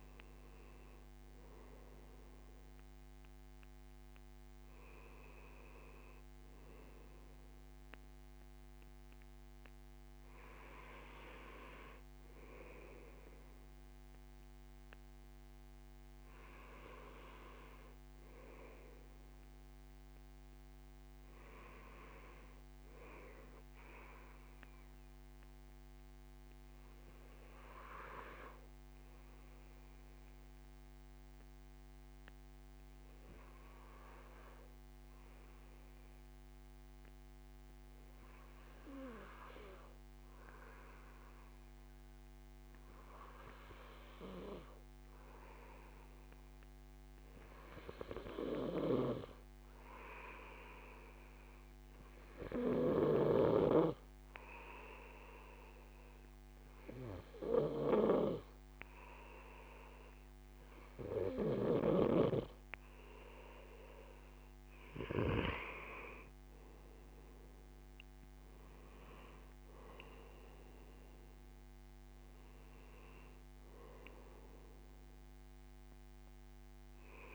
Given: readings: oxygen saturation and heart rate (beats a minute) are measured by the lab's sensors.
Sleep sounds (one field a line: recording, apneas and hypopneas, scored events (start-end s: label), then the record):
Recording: breathing in sleep by a microphone on the trachea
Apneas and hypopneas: 1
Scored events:
17.50-21.00 s: arousal
23.50-61.00 s: obstructive apnea (oxygen 97% before, 94% lowest, heart rate 78 before, 69 extreme, up 8 after)
63.50-67.00 s: arousal
From the record:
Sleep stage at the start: N2 (light sleep)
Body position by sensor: on the right side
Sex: male